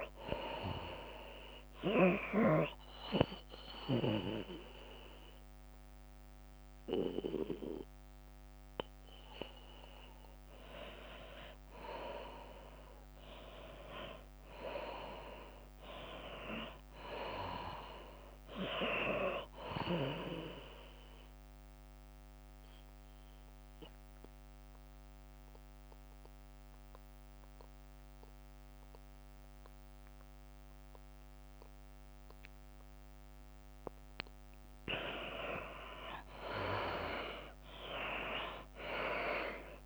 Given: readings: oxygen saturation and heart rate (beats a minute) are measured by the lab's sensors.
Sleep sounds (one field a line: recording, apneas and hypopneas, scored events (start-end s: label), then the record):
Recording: a person awake in a sleep study, by a microphone on the trachea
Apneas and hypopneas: none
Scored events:
30.00-39.86 s: new sleep stage, N2 (light sleep)
From the record:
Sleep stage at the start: awake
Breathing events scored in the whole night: 372 in 4.0 hours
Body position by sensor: on the back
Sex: female